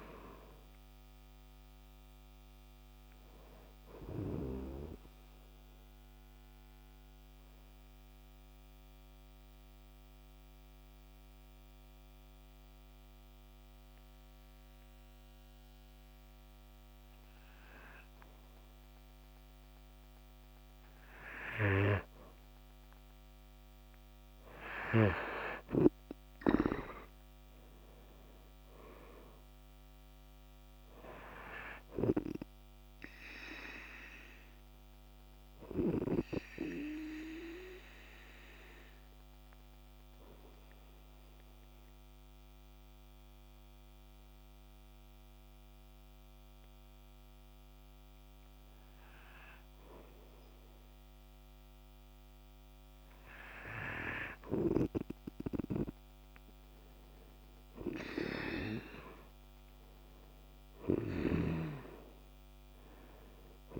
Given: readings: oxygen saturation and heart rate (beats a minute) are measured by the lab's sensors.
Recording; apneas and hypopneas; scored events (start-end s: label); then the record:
breathing in sleep by a microphone on the trachea; 2
0.00-2.50 s: arousal
6.50-18.00 s: obstructive apnea (oxygen 96% before, 92% lowest, heart rate 53 before, 49 extreme, up 4 after)
23.00-30.00 s: oxygen desaturation (device-marked, oxygen 96% before, 92% lowest, heart rate 51 before, 48 extreme)
23.50-27.50 s: arousal
37.50-51.00 s: obstructive apnea (oxygen 96% before, 93% lowest, heart rate 52 before, 48 extreme, up 5 after)
54.00-57.00 s: oxygen desaturation (device-marked, oxygen 97% before, 93% lowest, heart rate 50 before, 48 extreme)
56.00-60.00 s: arousal
From the record:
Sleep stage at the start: N2 (light sleep); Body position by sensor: on the right side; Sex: male